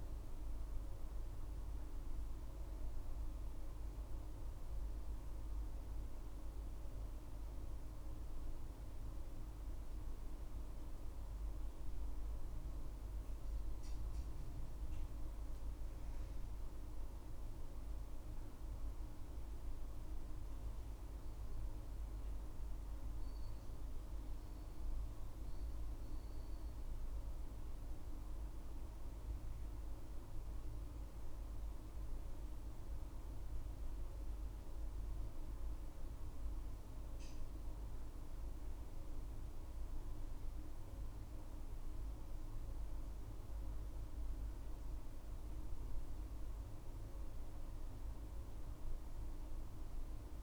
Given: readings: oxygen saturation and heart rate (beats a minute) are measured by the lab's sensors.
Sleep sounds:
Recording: breathing in sleep, hard to hear, by a room microphone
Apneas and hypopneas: none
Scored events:
18.00-23.00 s: arousal
From the record:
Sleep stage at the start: N1 (lightest sleep)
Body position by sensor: on the back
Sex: female

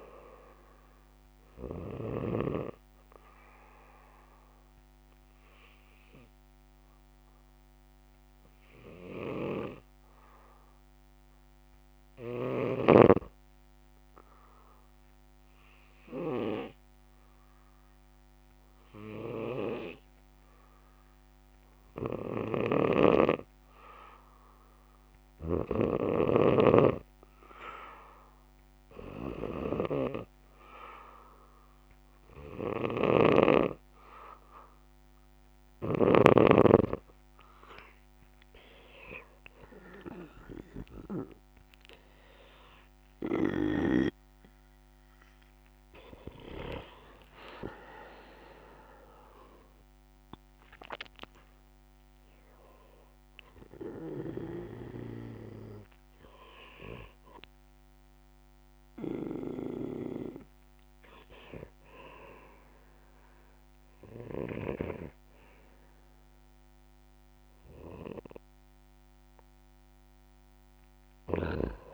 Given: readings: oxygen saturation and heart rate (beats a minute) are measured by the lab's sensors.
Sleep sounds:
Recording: breathing in sleep by a microphone on the trachea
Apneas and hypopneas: 1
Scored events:
3.50-34.00 s: obstructive apnea (oxygen 95% before, 90% lowest, heart rate 67 before, 62 extreme, up 9 after)
20.50-44.50 s: oxygen desaturation (device-marked, oxygen 98% before, 90% lowest, heart rate 67 before, 61 extreme)
23.00-26.50 s: snoring (device-marked)
33.00-36.50 s: snoring (device-marked)
37.50-41.00 s: arousal
69.50-71.94 s: arousal
From the record:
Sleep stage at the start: N2 (light sleep)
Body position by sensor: on the back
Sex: male

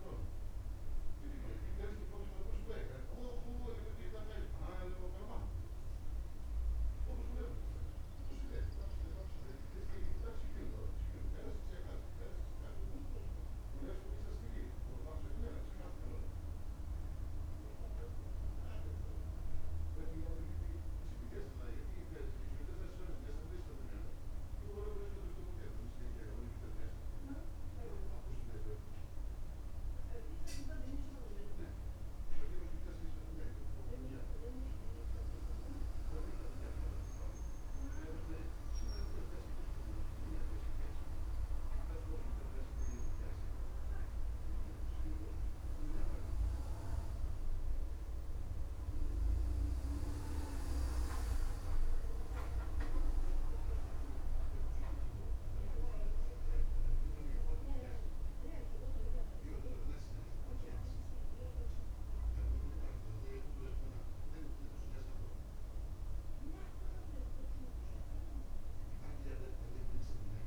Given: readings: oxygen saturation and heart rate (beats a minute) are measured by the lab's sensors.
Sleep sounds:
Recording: breathing in sleep by a room microphone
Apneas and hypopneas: none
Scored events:
19.50-70.47 s: new sleep stage, N2 (light sleep)
From the record:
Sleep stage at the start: N1 (lightest sleep)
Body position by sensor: on the back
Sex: male

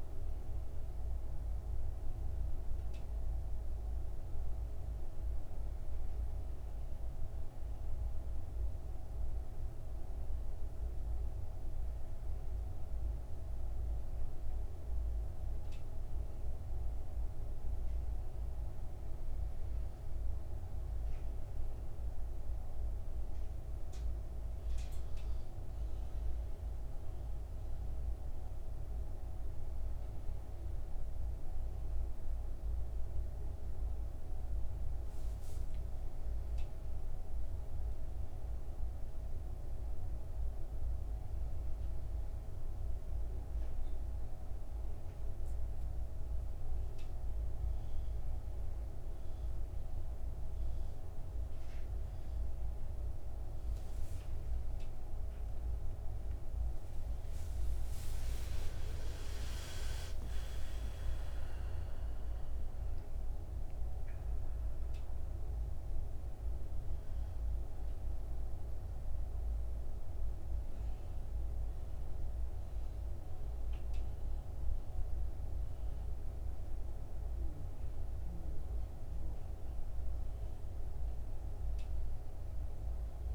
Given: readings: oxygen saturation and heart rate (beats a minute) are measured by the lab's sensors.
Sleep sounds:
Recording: breathing in sleep, hard to hear, by a room microphone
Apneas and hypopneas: none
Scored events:
46.00-76.00 s: new sleep stage, N1 (lightest sleep)
58.50-64.50 s: arousal
76.00-83.35 s: new sleep stage, N2 (light sleep)
From the record:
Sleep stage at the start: N2 (light sleep)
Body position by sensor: on the back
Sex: male

